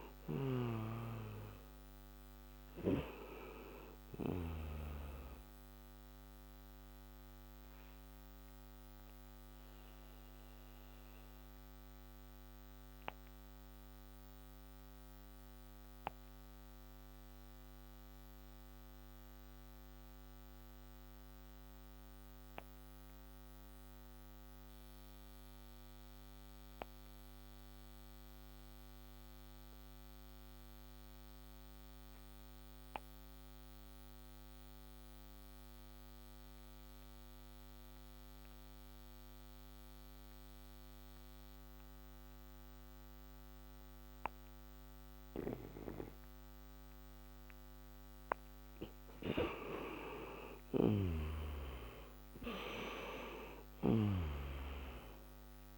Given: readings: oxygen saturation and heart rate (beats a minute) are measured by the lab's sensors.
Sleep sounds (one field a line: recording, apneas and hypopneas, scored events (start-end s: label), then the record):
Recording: breathing in sleep by a microphone on the trachea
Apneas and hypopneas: 1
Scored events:
0.00-26.50 s: oxygen desaturation (device-marked, oxygen 87% lowest, heart rate 28 extreme)
6.00-48.00 s: mixed apnea (oxygen 98% before, 87% lowest, heart rate 54 before, 43 extreme, up 16 after)
49.00-55.00 s: arousal
From the record:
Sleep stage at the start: N2 (light sleep)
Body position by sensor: on the back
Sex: male